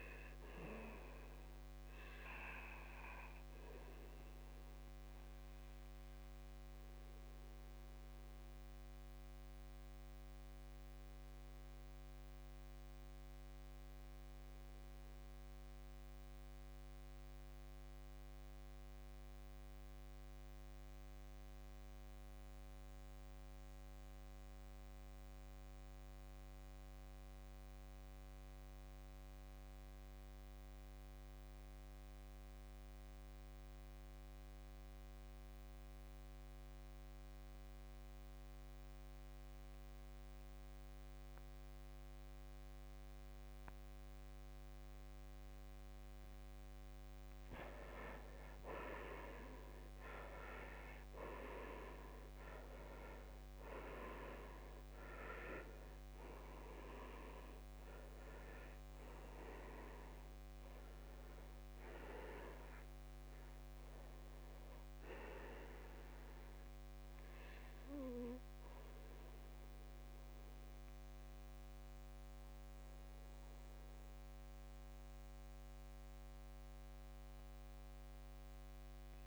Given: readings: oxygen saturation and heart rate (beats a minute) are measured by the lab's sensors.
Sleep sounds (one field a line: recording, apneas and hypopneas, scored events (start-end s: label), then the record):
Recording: breathing in sleep by a microphone on the trachea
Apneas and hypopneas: 1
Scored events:
0.00-16.50 s: oxygen desaturation (device-marked, oxygen 85% lowest, heart rate 54 extreme)
4.50-46.50 s: obstructive apnea (oxygen 95% before, 76% lowest, heart rate 62 before, 54 extreme, up 10 after)
33.50-74.50 s: oxygen desaturation (device-marked, oxygen 97% before, 76% lowest, heart rate 57 before, 49 extreme)
48.00-52.00 s: arousal
From the record:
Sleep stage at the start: N2 (light sleep)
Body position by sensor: on the back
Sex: male